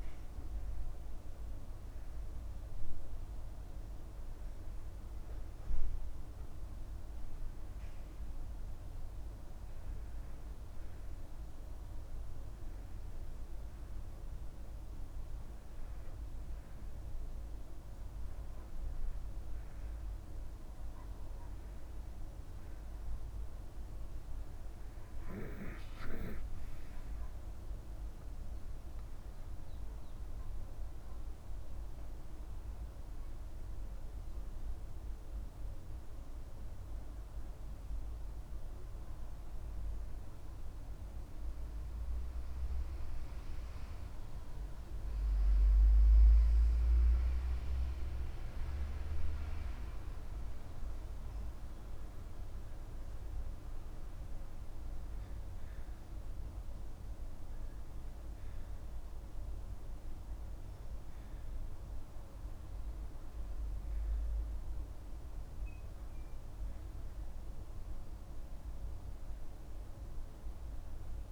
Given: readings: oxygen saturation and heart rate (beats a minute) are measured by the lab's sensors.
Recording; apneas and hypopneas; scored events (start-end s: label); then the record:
breathing in sleep, hard to hear, by a room microphone; 1
28.00-32.50 s: arousal
34.50-48.00 s: hypopnea (oxygen 91% before, 88% lowest, heart rate 48 before, 44 extreme, up 12 after)
49.50-53.00 s: arousal
62.00-71.32 s: oxygen desaturation (device-marked, oxygen 92% before, 88% lowest, heart rate 51 before, 46 extreme)
From the record:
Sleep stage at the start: N2 (light sleep); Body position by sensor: on the back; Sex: male